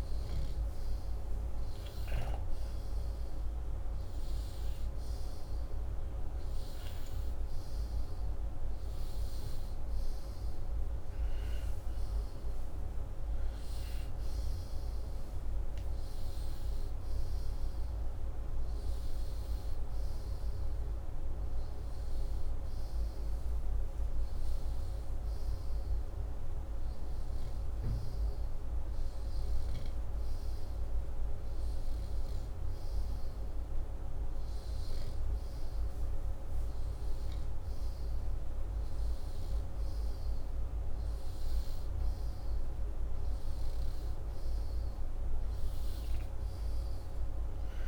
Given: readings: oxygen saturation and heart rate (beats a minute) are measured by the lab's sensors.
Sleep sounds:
breathing in sleep, hard to hear, by a room microphone; none
none scored
From the record:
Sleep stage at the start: N2 (light sleep); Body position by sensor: upright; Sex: male

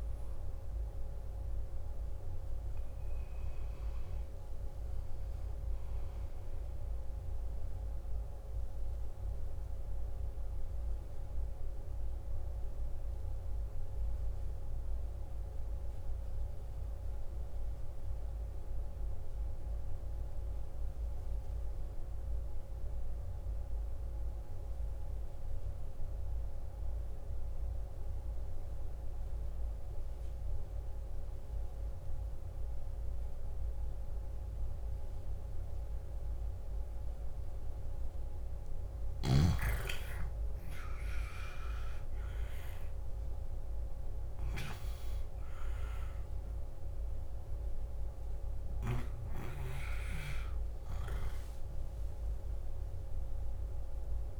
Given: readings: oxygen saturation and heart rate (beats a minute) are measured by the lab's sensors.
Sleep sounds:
breathing in sleep by a room microphone; 1
1.00-15.00 s: oxygen desaturation (device-marked, oxygen 93% before, 89% lowest, heart rate 78 before, 49 extreme)
9.50-39.00 s: obstructive apnea (oxygen 93% before, 89% lowest, heart rate 79 before, 49 extreme, up 17 after)
33.00-54.39 s: oxygen desaturation (device-marked, oxygen 98% before, 90% lowest, heart rate 51 before, 50 extreme)
41.00-44.50 s: arousal
From the record:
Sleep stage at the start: N2 (light sleep); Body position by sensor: on the left side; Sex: male

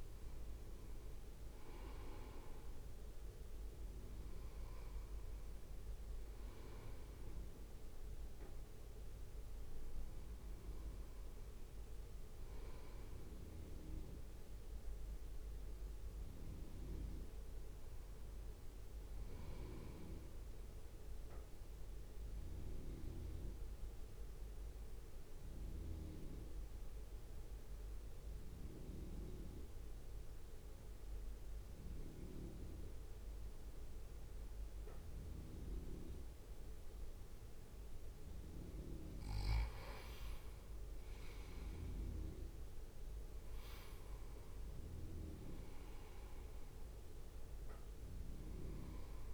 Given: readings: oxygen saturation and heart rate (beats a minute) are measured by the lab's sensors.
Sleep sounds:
breathing in sleep by a room microphone; 1
0.00-10.00 s: oxygen desaturation (device-marked, oxygen 86% lowest, heart rate 54 extreme)
0.00-18.00 s: drop in pulse transit time (device-marked, heart rate 54 extreme)
21.00-38.00 s: central apnea (oxygen 91% before, 85% lowest, heart rate 62 before, 62 extreme, up 1 after)
41.50-45.50 s: arousal
48.00-49.34 s: oxygen desaturation (device-marked, oxygen 98% before, 93% lowest, heart rate 68 before, 57 extreme)
From the record:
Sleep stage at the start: N2 (light sleep); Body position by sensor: on the right side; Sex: male

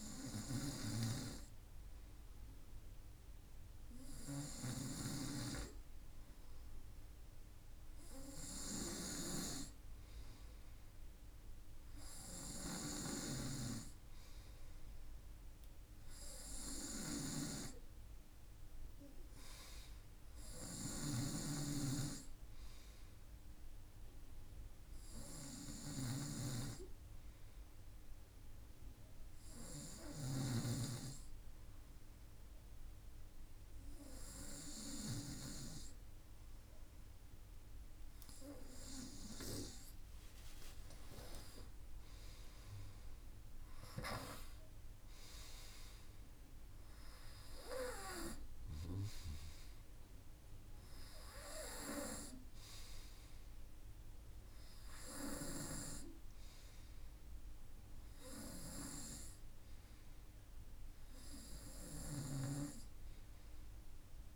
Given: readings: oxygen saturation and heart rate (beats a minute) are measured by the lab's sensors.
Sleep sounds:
breathing in sleep by a room microphone; 1
0.00-8.50 s: snoring (device-marked)
16.00-29.50 s: snoring (device-marked)
23.00-35.00 s: hypopnea (oxygen 95% before, 94% lowest, heart rate 55 before, 55 extreme, up 3 after)
36.00-39.50 s: arousal
From the record:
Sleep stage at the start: N2 (light sleep); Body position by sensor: on the front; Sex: male

